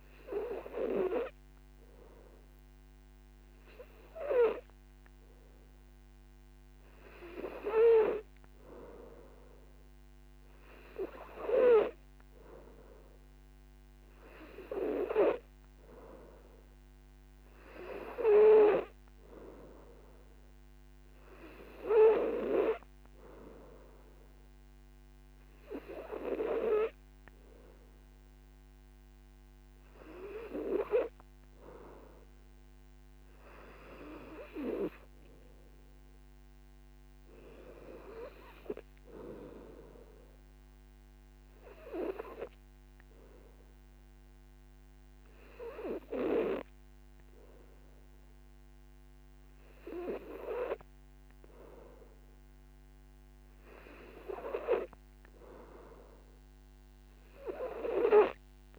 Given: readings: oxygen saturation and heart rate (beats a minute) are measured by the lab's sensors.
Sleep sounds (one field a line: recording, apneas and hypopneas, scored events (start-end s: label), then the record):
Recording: breathing in sleep by a microphone on the trachea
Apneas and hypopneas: none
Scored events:
none scored
From the record:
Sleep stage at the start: N2 (light sleep)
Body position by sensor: on the back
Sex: male